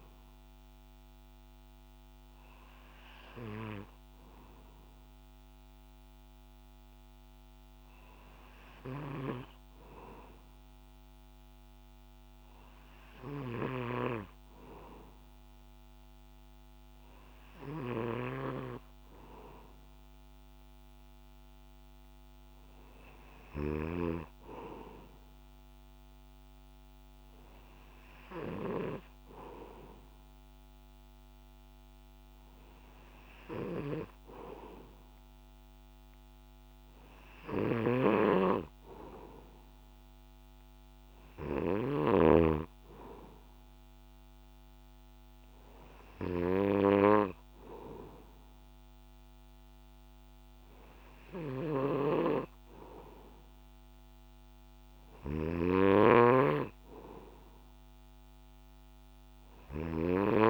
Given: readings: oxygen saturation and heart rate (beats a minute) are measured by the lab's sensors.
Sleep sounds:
breathing in sleep by a microphone on the trachea; 1
1.00-25.00 s: hypopnea (oxygen 98% before, 93% lowest, heart rate 63 before, 61 extreme, up 2 after)
18.00-24.00 s: snoring (device-marked)
27.00-30.50 s: arousal
37.50-42.50 s: snoring (device-marked)
51.50-60.50 s: snoring (device-marked)
From the record:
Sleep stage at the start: N2 (light sleep); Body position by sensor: on the back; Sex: male

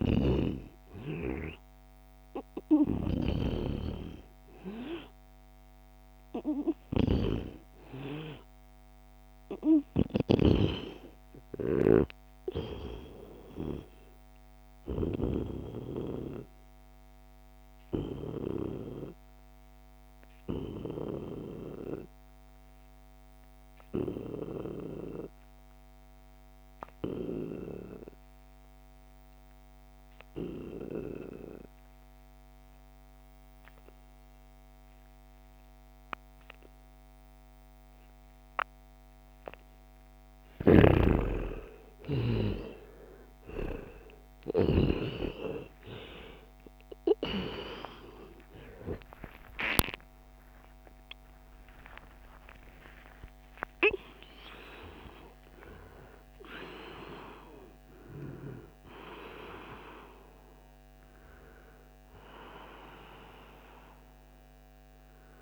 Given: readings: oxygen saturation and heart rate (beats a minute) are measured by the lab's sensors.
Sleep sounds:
breathing in sleep by a microphone on the trachea; 1
2.00-10.00 s: snoring (device-marked)
6.00-9.50 s: arousal
13.00-39.50 s: obstructive apnea (oxygen 99% before, 87% lowest, heart rate 78 before, 64 extreme, up 12 after)
26.50-50.50 s: oxygen desaturation (device-marked, oxygen 97% before, 89% lowest, heart rate 74 before, 64 extreme)
39.50-43.00 s: snoring (device-marked)
49.50-51.50 s: long interval between heartbeats (device-marked, heart rate 69 before, 107 extreme)
50.50-65.42 s: new sleep stage, awake
51.50-53.50 s: long interval between heartbeats (device-marked, heart rate 74 before, 128 extreme)
54.00-56.00 s: long interval between heartbeats (device-marked, heart rate 80 before, 157 extreme)
From the record:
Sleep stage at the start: N2 (light sleep); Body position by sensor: on the back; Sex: male

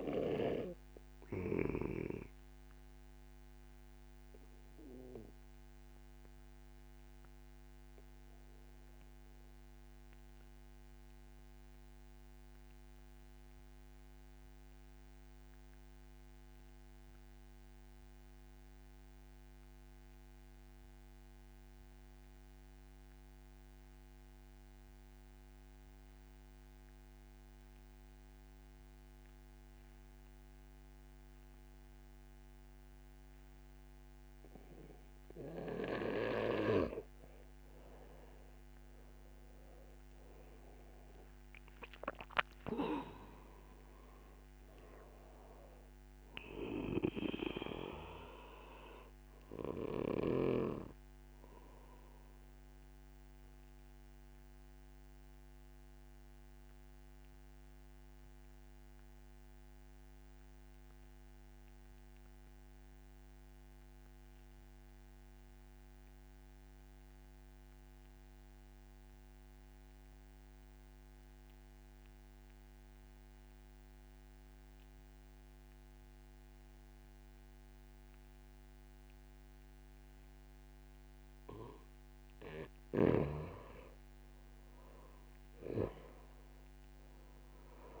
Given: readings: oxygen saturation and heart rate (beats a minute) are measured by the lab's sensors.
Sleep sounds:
breathing in sleep by a microphone on the trachea; 2
0.00-15.50 s: oxygen desaturation (device-marked, oxygen 88% lowest, heart rate 42 extreme)
7.50-35.00 s: obstructive apnea (oxygen 96% before, 88% lowest, heart rate 56 before, 37 extreme, up 0 after)
32.50-64.50 s: oxygen desaturation (device-marked, oxygen 96% before, 88% lowest, heart rate 64 before, 37 extreme)
40.00-44.00 s: arousal
53.00-80.00 s: obstructive apnea (oxygen 96% before, 88% lowest, heart rate 51 before, 39 extreme, up 2 after)
81.50-88.00 s: oxygen desaturation (device-marked, oxygen 97% before, 88% lowest, heart rate 63 before, 39 extreme)
83.50-87.00 s: arousal
From the record:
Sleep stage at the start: N2 (light sleep); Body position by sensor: on the back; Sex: male

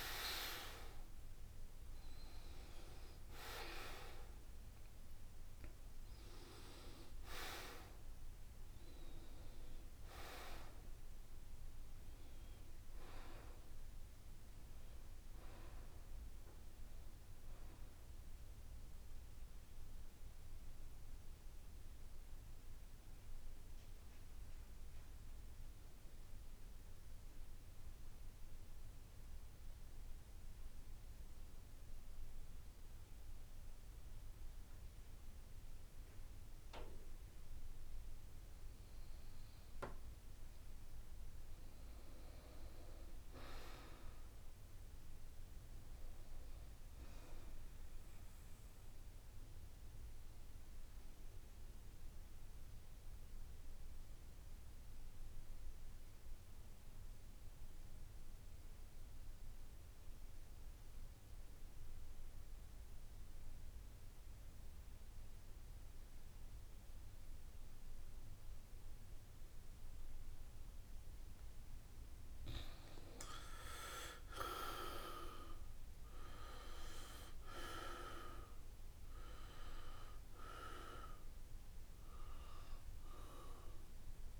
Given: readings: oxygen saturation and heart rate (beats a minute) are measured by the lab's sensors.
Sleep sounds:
breathing in sleep by a room microphone; 2
0.00-25.00 s: oxygen desaturation (device-marked, oxygen 80% lowest, heart rate 66 extreme)
18.50-39.50 s: mixed apnea (oxygen 92% before, 78% lowest, heart rate 76 before, 67 extreme, up 3 after)
38.00-63.00 s: oxygen desaturation (device-marked, oxygen 98% before, 85% lowest, heart rate 69 before, 69 extreme)
41.00-44.00 s: arousal
49.50-70.50 s: obstructive apnea (oxygen 98% before, 78% lowest, heart rate 71 before, 68 extreme, up 5 after)
65.00-84.40 s: oxygen desaturation (device-marked, oxygen 92% before, 78% lowest, heart rate 71 before, 67 extreme)
74.00-78.00 s: arousal
From the record:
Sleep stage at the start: N2 (light sleep); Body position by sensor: on the back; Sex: male

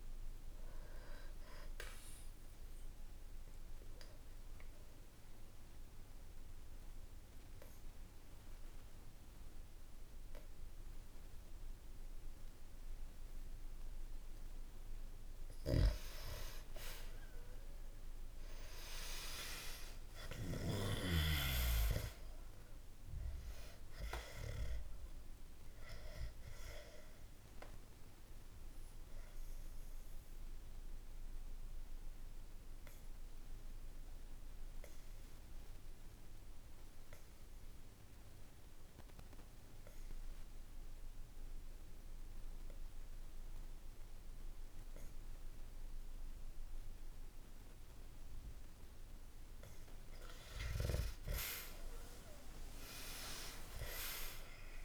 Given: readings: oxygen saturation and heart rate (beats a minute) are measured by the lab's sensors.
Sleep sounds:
breathing in sleep by a room microphone; 2
0.00-11.00 s: oxygen desaturation (device-marked, oxygen 93% lowest, heart rate 60 extreme)
0.50-15.00 s: obstructive apnea (oxygen 98% before, 93% lowest, heart rate 63 before, 60 extreme, up 0 after)
16.50-21.50 s: arousal
29.50-49.50 s: obstructive apnea (oxygen 97% before, 93% lowest, heart rate 63 before, 58 extreme, up 3 after)
37.00-54.00 s: oxygen desaturation (device-marked, oxygen 96% before, 93% lowest, heart rate 62 before, 58 extreme)
52.50-54.84 s: arousal
From the record:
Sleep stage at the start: N2 (light sleep); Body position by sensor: on the back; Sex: male

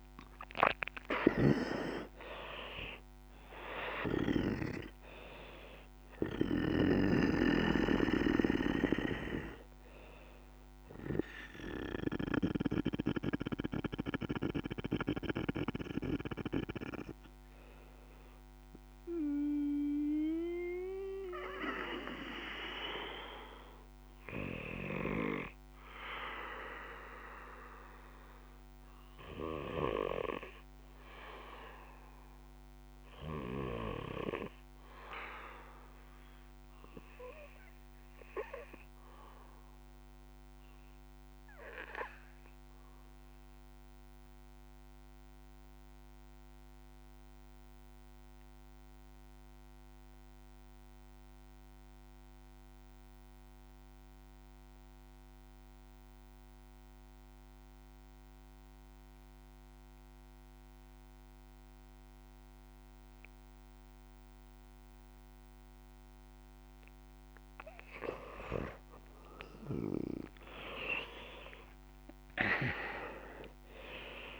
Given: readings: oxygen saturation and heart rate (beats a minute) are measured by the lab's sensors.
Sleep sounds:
breathing in sleep by a microphone on the trachea; 1
0.00-27.00 s: oxygen desaturation (device-marked, oxygen 73% lowest, heart rate 54 extreme)
32.00-66.00 s: obstructive apnea (oxygen 99% before, 81% lowest, heart rate 65 before, 52 extreme, up 14 after)
57.00-74.40 s: oxygen desaturation (device-marked, oxygen 97% before, 81% lowest, heart rate 58 before, 56 extreme)
69.50-73.50 s: arousal
From the record:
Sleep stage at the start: REM sleep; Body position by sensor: on the back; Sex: male

